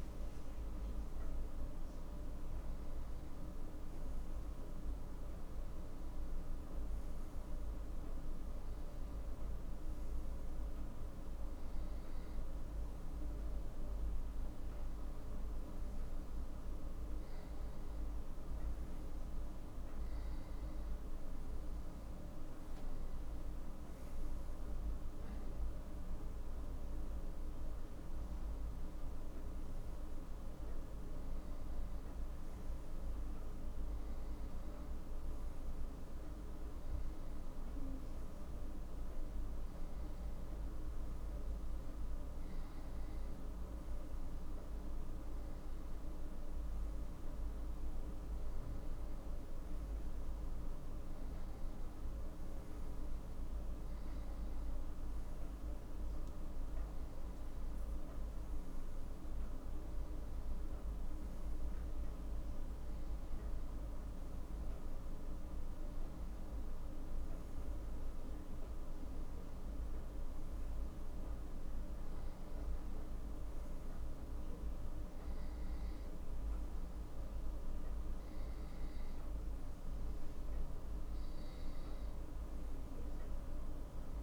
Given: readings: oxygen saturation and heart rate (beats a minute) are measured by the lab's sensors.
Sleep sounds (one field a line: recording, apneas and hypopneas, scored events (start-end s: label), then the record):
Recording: breathing in sleep, hard to hear, by a room microphone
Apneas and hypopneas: none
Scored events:
none scored
From the record:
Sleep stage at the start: N2 (light sleep)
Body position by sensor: on the right side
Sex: male